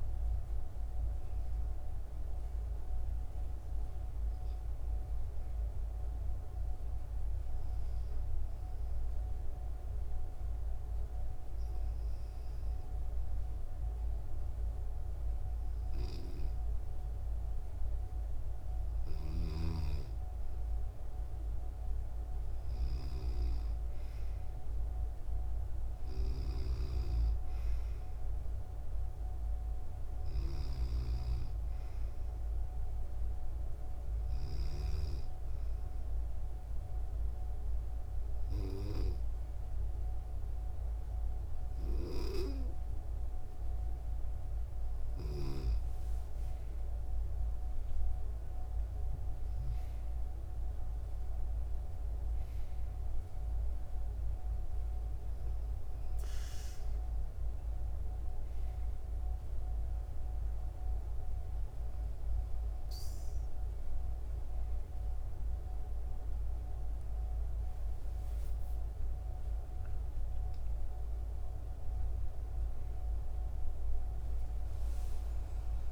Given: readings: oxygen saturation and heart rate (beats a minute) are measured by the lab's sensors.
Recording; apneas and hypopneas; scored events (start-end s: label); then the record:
breathing in sleep by a room microphone; 2
7.50-18.50 s: obstructive apnea (oxygen 98% before, 95% lowest, heart rate 66 before, 61 extreme, up 4 after)
18.50-34.00 s: snoring (device-marked)
21.00-24.50 s: arousal
34.00-44.00 s: obstructive apnea (oxygen 97% before, 95% lowest, heart rate 64 before, 66 extreme, up 6 after)
46.00-50.00 s: arousal
From the record:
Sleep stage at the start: N2 (light sleep); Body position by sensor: on the back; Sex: female